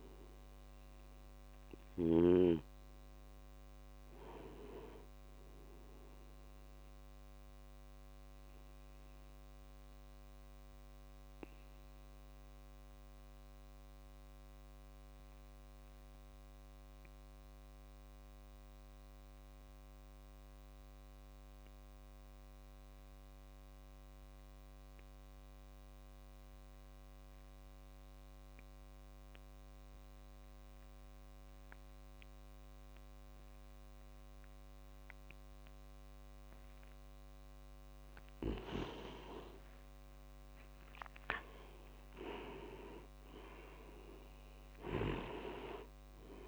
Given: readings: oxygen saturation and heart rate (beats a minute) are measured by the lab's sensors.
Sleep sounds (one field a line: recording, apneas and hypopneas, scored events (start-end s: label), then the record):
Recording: breathing in sleep by a microphone on the trachea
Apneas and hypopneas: 1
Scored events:
0.00-17.50 s: oxygen desaturation (device-marked, oxygen 89% lowest)
8.00-37.00 s: obstructive apnea (oxygen 97% before, 87% lowest)
31.50-46.48 s: oxygen desaturation (device-marked, oxygen 98% before, 87% lowest)
39.00-43.00 s: arousal
From the record:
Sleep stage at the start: N2 (light sleep)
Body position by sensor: on the back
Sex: male